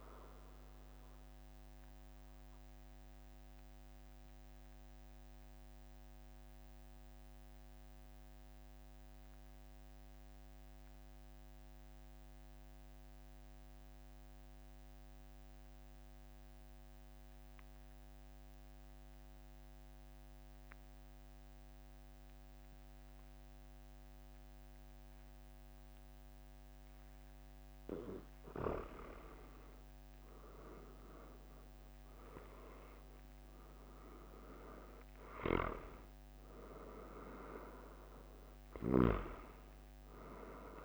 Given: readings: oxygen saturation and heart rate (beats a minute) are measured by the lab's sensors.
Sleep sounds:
breathing in sleep by a microphone on the trachea; 1
1.00-28.00 s: mixed apnea (oxygen 97% before, 92% lowest, heart rate 47 before, 43 extreme, up 5 after)
31.00-36.50 s: arousal
32.50-40.85 s: oxygen desaturation (device-marked, oxygen 97% before, 92% lowest, heart rate 45 before, 41 extreme)
39.00-40.85 s: snoring (device-marked)
From the record:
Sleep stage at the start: N2 (light sleep); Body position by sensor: on the back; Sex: male

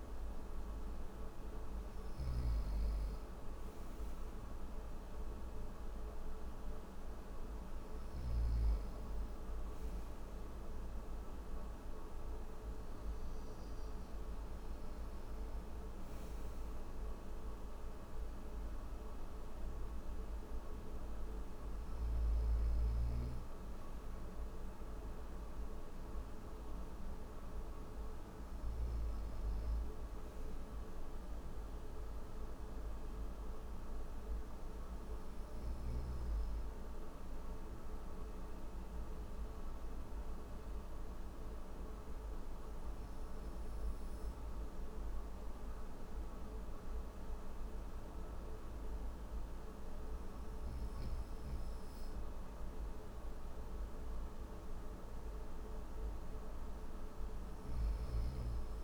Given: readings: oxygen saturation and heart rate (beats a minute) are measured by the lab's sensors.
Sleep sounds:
breathing in sleep, hard to hear, by a room microphone; none
0.00-7.50 s: snoring (device-marked)
From the record:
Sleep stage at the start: N1 (lightest sleep); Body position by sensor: upright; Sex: male

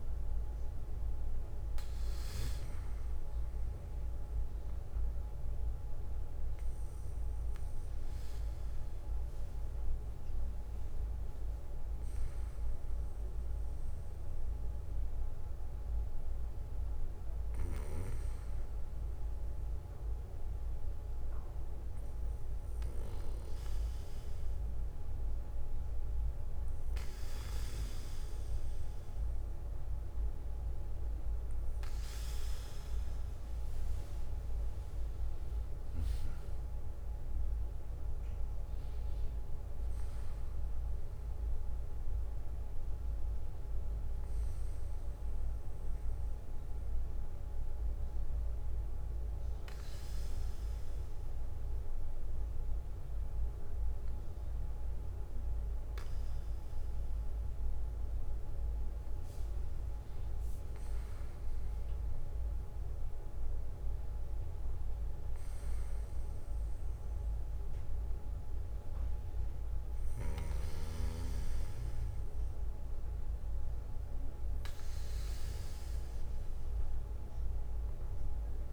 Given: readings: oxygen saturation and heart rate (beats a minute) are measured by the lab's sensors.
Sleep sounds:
breathing in sleep, hard to hear, by a room microphone; 1
2.00-14.00 s: bradycardia (device-marked, heart rate 68 before, 58 extreme)
15.00-18.00 s: bradycardia (device-marked, heart rate 68 before, 59 extreme)
21.00-23.00 s: bradycardia (device-marked, heart rate 68 before, 60 extreme)
25.00-27.00 s: bradycardia (device-marked, heart rate 68 before, 59 extreme)
39.50-43.00 s: arousal
47.00-49.00 s: bradycardia (device-marked, heart rate 68 before, 61 extreme)
49.00-60.50 s: hypopnea (oxygen 96% before, 94% lowest, heart rate 62 before, 52 extreme, up 1 after)
52.00-57.00 s: bradycardia (device-marked, heart rate 68 before, 59 extreme)
61.00-67.00 s: bradycardia (device-marked, heart rate 68 before, 52 extreme)
62.00-65.50 s: arousal
73.00-77.00 s: bradycardia (device-marked, heart rate 68 before, 57 extreme)
From the record:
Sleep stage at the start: N2 (light sleep); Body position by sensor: on the back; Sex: male

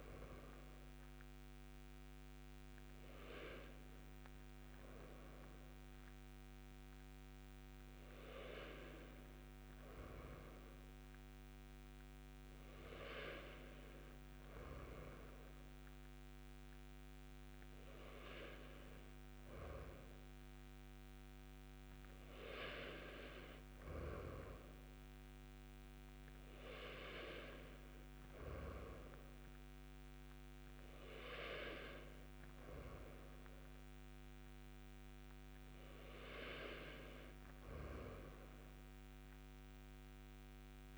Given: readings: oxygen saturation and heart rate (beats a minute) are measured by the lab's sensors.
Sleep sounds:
breathing in sleep by a microphone on the trachea; none
none scored
From the record:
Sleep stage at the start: N2 (light sleep); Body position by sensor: on the right side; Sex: male

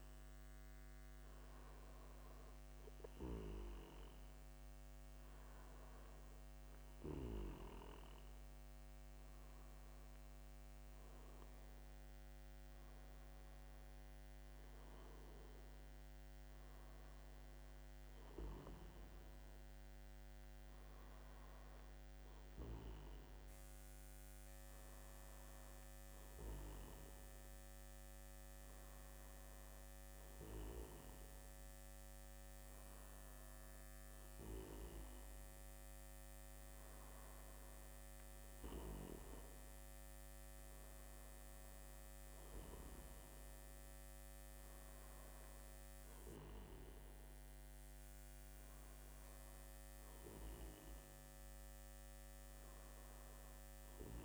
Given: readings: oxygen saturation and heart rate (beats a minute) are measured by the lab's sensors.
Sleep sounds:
breathing in sleep by a microphone on the trachea; none
none scored
From the record:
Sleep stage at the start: N2 (light sleep); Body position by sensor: on the back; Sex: male

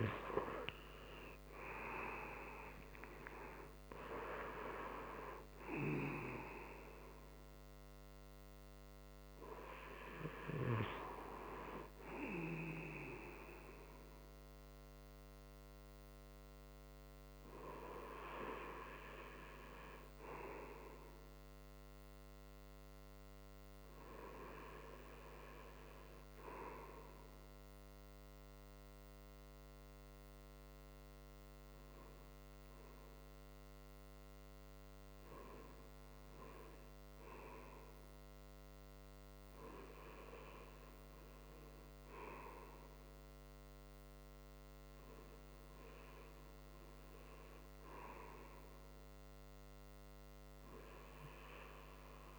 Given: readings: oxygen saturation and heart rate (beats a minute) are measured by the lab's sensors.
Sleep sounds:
breathing in sleep by a microphone on the trachea; none
none scored
From the record:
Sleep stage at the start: N2 (light sleep); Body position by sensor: on the right side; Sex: male

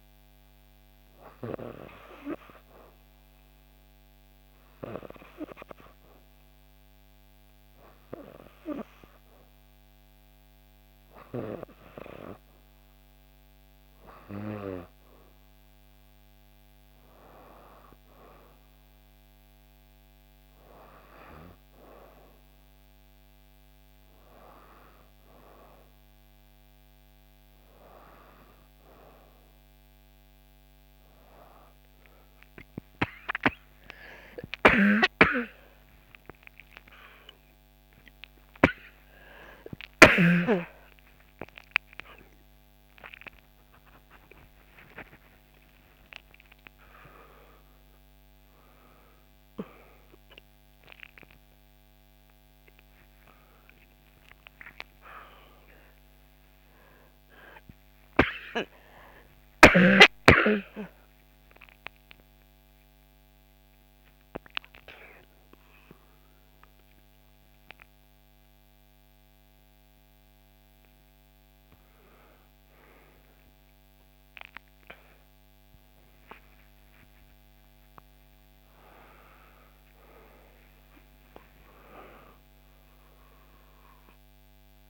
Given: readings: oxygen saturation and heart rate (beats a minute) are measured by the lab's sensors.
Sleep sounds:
a person partly awake in a sleep study, by a microphone on the trachea; none
0.00-1.50 s: oxygen desaturation (device-marked, oxygen 90% lowest, heart rate 60 extreme)
42.50-72.50 s: new sleep stage, awake
43.50-45.50 s: long interval between heartbeats (device-marked, heart rate 66 before, 86 extreme)
53.50-55.50 s: oxygen desaturation (device-marked, oxygen 96% before, 90% lowest, heart rate 78 before, 71 extreme)
72.50-84.90 s: new sleep stage, N1 (lightest sleep)
From the record:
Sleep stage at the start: N2 (light sleep); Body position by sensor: on the back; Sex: female

